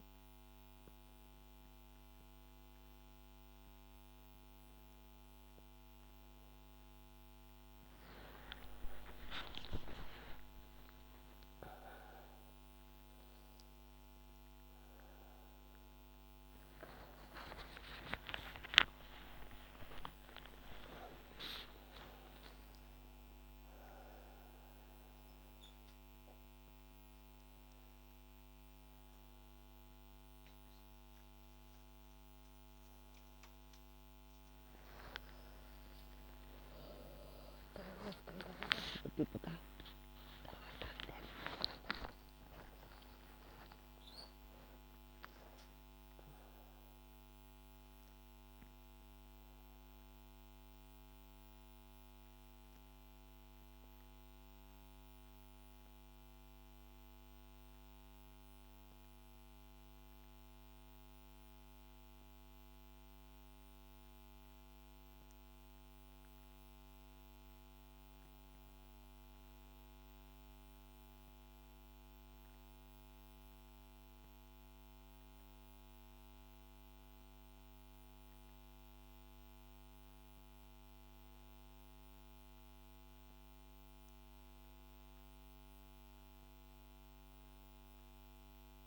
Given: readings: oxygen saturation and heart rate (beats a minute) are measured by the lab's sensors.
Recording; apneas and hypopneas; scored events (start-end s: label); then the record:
a person awake in a sleep study, by a microphone on the trachea; none
21.00-36.00 s: oxygen desaturation (device-marked, oxygen 100% before, 97% lowest, heart rate 98 before, 76 extreme)
45.00-51.00 s: oxygen desaturation (device-marked, oxygen 100% before, 97% lowest, heart rate 89 before, 76 extreme)
60.00-88.87 s: new sleep stage, N1 (lightest sleep)
From the record:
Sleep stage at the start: awake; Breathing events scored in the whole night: 565 in 7.1 hours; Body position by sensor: on the back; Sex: female